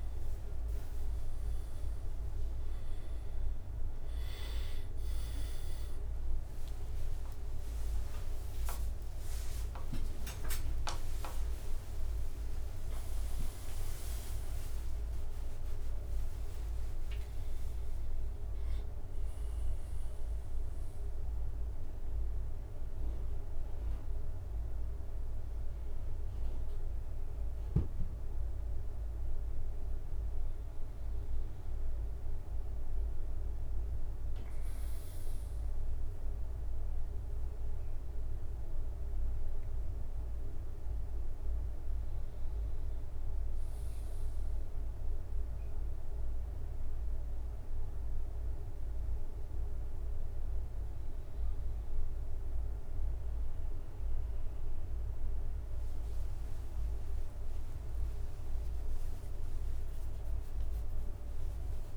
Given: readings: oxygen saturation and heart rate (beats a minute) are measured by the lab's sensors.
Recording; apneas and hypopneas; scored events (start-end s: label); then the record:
breathing in sleep, hard to hear, by a room microphone; none
0.00-29.50 s: oxygen desaturation (device-marked, oxygen 91% lowest, heart rate 68 extreme)
0.50-5.50 s: drop in pulse transit time (device-marked, heart rate 66 before, 72 extreme)
3.50-19.50 s: tachycardia (device-marked, heart rate 71 before, 164 extreme)
6.00-8.00 s: long interval between heartbeats (device-marked, heart rate 69 before, 89 extreme)
6.00-12.00 s: arousal
8.00-10.00 s: long interval between heartbeats (device-marked, heart rate 72 before, 127 extreme)
8.50-25.50 s: drop in pulse transit time (device-marked, heart rate 75 before, 83 extreme)
10.50-12.50 s: long interval between heartbeats (device-marked, heart rate 81 before, 137 extreme)
17.00-19.00 s: long interval between heartbeats (device-marked, heart rate 105 before, 141 extreme)
22.50-52.50 s: new sleep stage, N1 (lightest sleep)
52.50-61.97 s: new sleep stage, awake
From the record:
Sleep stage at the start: N2 (light sleep); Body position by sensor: on the back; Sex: male